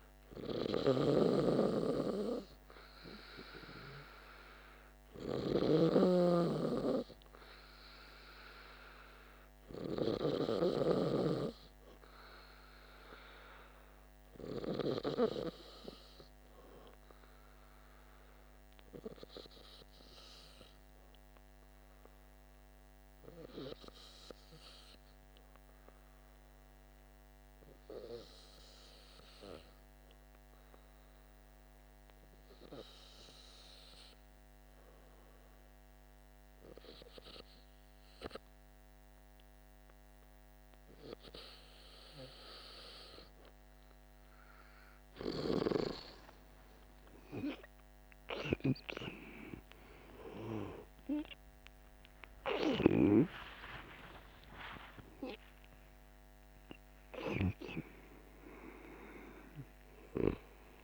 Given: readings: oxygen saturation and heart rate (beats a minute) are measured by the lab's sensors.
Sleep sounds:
breathing in sleep by a microphone on the trachea; 1
0.00-10.50 s: snoring (device-marked)
0.00-27.50 s: oxygen desaturation (device-marked, oxygen 92% lowest, heart rate 48 extreme)
19.50-42.00 s: hypopnea (oxygen 96% before, 92% lowest, heart rate 50 before, 49 extreme, up 13 after)
47.50-53.00 s: arousal
From the record:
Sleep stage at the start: N2 (light sleep); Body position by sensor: on the back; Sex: male

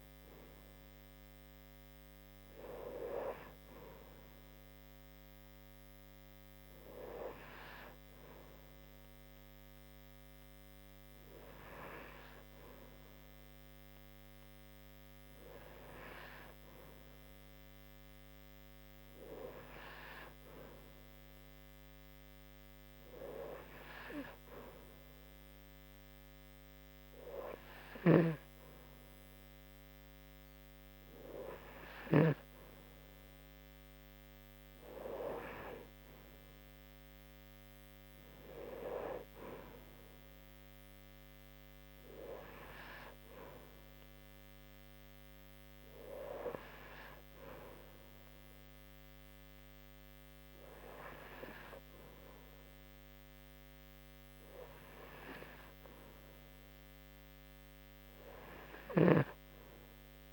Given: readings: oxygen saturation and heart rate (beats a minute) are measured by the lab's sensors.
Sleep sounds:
breathing in sleep by a microphone on the trachea; none
27.50-32.00 s: snoring (device-marked)
58.50-60.33 s: snoring (device-marked)
From the record:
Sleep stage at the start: N2 (light sleep); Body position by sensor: on the back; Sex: female

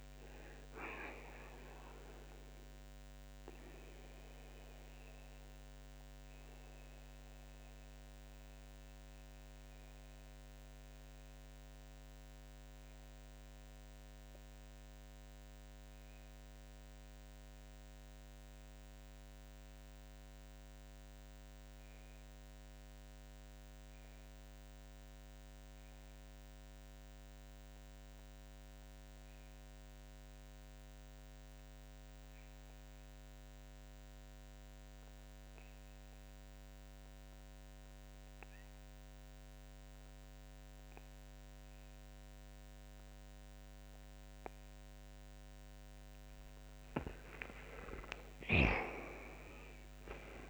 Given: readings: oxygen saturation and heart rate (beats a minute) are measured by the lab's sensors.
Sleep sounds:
breathing in sleep by a microphone on the trachea; 1
3.00-46.00 s: mixed apnea (oxygen 94% before, 76% lowest)
25.50-38.50 s: oxygen desaturation (device-marked, oxygen 92% before, 76% lowest)
47.00-50.50 s: arousal
From the record:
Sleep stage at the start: REM sleep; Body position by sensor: on the back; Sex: male

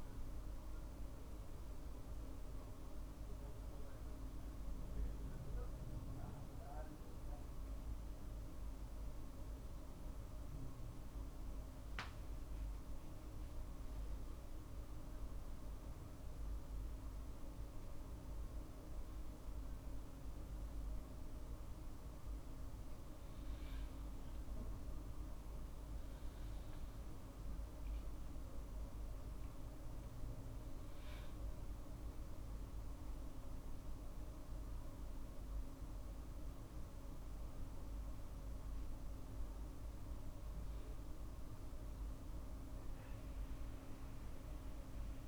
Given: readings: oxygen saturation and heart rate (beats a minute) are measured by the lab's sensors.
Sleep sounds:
a person awake in a sleep study, hard to hear, by a room microphone; none
25.50-27.50 s: long interval between heartbeats (device-marked, heart rate 52 before, 62 extreme)
25.50-39.50 s: drop in pulse transit time (device-marked, heart rate 52 before, 50 extreme)
From the record:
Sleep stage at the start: awake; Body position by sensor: on the right side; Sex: male

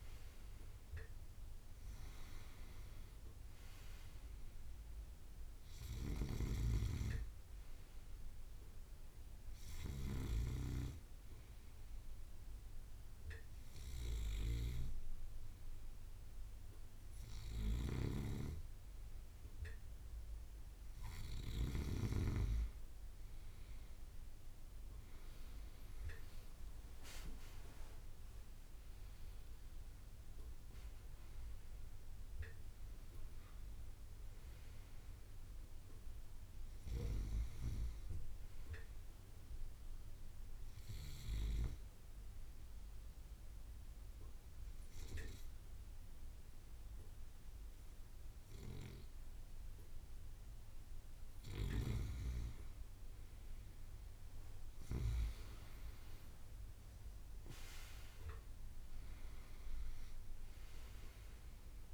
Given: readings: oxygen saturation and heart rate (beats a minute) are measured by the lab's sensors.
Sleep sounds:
breathing in sleep by a room microphone; 1
0.00-12.50 s: drop in pulse transit time (device-marked, heart rate 60 extreme)
18.00-22.50 s: snoring (device-marked)
29.50-34.00 s: arousal
33.50-53.50 s: bradycardia (device-marked, heart rate 61 before, 55 extreme)
42.00-52.50 s: obstructive apnea (oxygen 97% before, 94% lowest, heart rate 61 before, 55 extreme, up 5 after)
54.00-58.50 s: arousal
59.50-61.94 s: bradycardia (device-marked, heart rate 61 before, 55 extreme)
59.50-61.94 s: oxygen desaturation (device-marked, oxygen 97% before, 94% lowest, heart rate 58 before, 55 extreme)
From the record:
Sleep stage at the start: N2 (light sleep); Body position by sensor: on the right side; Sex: male

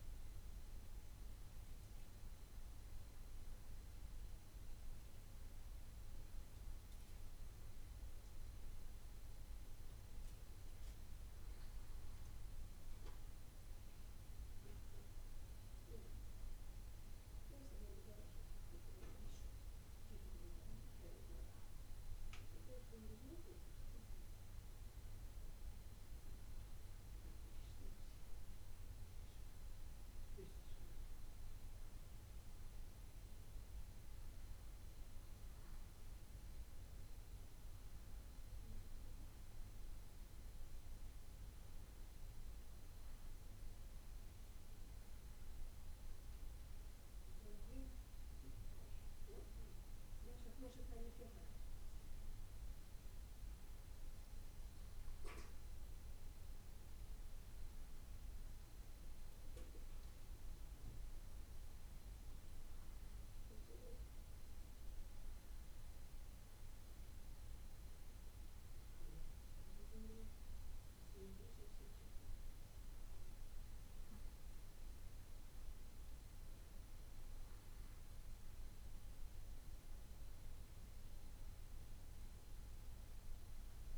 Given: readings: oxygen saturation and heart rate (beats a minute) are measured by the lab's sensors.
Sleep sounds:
breathing in sleep by a room microphone; none
none scored
From the record:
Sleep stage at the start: N1 (lightest sleep); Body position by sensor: on the back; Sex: male

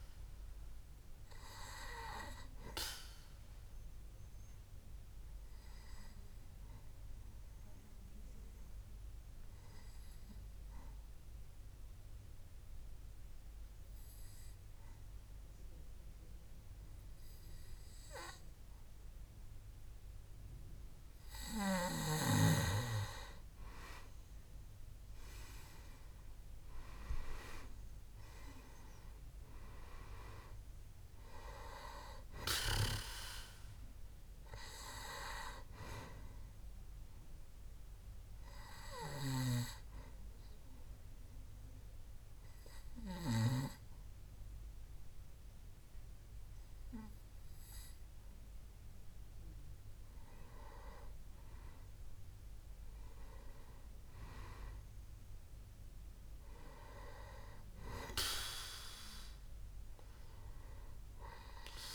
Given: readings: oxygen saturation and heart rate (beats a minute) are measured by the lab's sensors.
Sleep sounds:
breathing in sleep by a room microphone; 2
0.00-13.50 s: oxygen desaturation (device-marked, oxygen 92% lowest, heart rate 66 extreme)
3.50-21.50 s: obstructive apnea (oxygen 98% before, 90% lowest, heart rate 69 before, 66 extreme, up 3 after)
27.50-51.50 s: oxygen desaturation (device-marked, oxygen 98% before, 90% lowest, heart rate 67 before, 62 extreme)
37.50-50.50 s: obstructive apnea (oxygen 98% before, 90% lowest, heart rate 69 before, 62 extreme, up 2 after)
53.00-56.00 s: arousal
From the record:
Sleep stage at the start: N2 (light sleep); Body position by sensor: on the back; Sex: male

